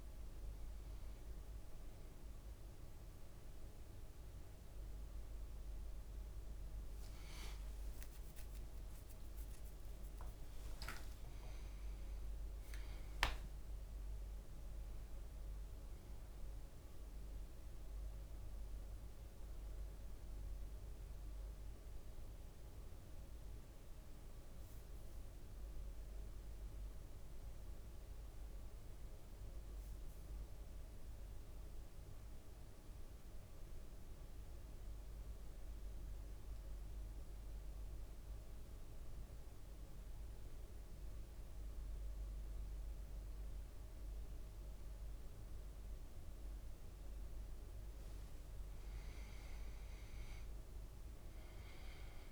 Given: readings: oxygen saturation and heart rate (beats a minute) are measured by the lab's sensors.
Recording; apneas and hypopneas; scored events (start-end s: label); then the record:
a person partly awake in a sleep study, hard to hear, by a room microphone; 1
0.00-4.00 s: oxygen desaturation (device-marked, oxygen 95% lowest, heart rate 57 extreme)
13.00-52.32 s: new sleep stage, N2 (light sleep)
32.50-47.00 s: central apnea (oxygen 99% before, 94% lowest, heart rate 58 before, 55 extreme, up 6 after)
47.00-49.50 s: leg movement (device-marked)
49.50-52.32 s: arousal
From the record:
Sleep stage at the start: awake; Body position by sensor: on the back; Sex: male